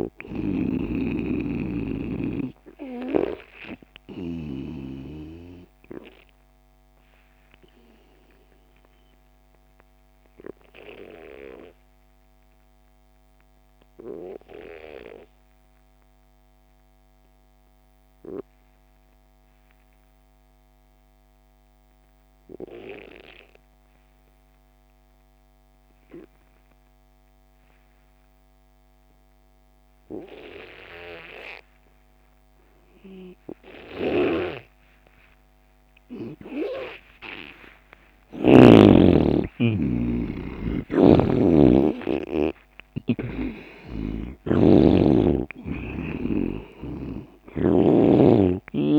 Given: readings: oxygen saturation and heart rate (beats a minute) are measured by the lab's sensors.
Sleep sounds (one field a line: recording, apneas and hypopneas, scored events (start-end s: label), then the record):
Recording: breathing in sleep by a microphone on the trachea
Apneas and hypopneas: 1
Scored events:
0.00-20.00 s: oxygen desaturation (device-marked, oxygen 92% lowest)
1.00-4.50 s: snoring (device-marked)
7.50-35.00 s: obstructive apnea (oxygen 99% before, 86% lowest)
31.00-48.99 s: oxygen desaturation (device-marked, oxygen 98% before, 86% lowest)
33.50-38.50 s: snoring (device-marked)
37.00-42.00 s: arousal
40.50-44.00 s: snoring (device-marked)
From the record:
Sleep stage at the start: N2 (light sleep)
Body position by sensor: on the left side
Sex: male